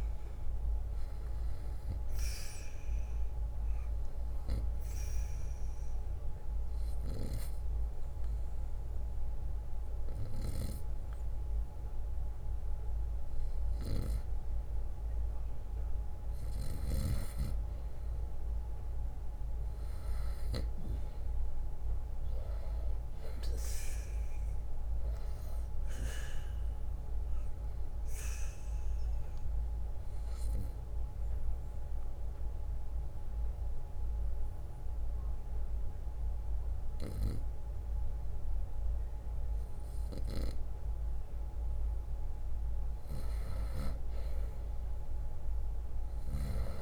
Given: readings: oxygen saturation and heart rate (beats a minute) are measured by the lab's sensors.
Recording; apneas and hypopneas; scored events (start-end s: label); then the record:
breathing in sleep by a room microphone; 2
1.50-14.50 s: obstructive apnea (oxygen 95% before, 92% lowest, heart rate 63 before, 55 extreme, up 4 after)
2.00-9.00 s: bradycardia (device-marked, heart rate 62 before, 58 extreme)
3.00-10.00 s: drop in pulse transit time (device-marked, heart rate 63 before, 58 extreme)
16.00-22.00 s: bradycardia (device-marked, heart rate 62 before, 55 extreme)
21.00-25.50 s: arousal
22.00-33.00 s: drop in pulse transit time (device-marked, heart rate 60 before, 57 extreme)
28.00-41.50 s: obstructive apnea (oxygen 95% before, 92% lowest, heart rate 60 before, 59 extreme, up 2 after)
37.00-39.00 s: bradycardia (device-marked, heart rate 62 before, 60 extreme)
44.50-46.82 s: arousal
From the record:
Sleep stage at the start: N2 (light sleep); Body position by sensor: on the right side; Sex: male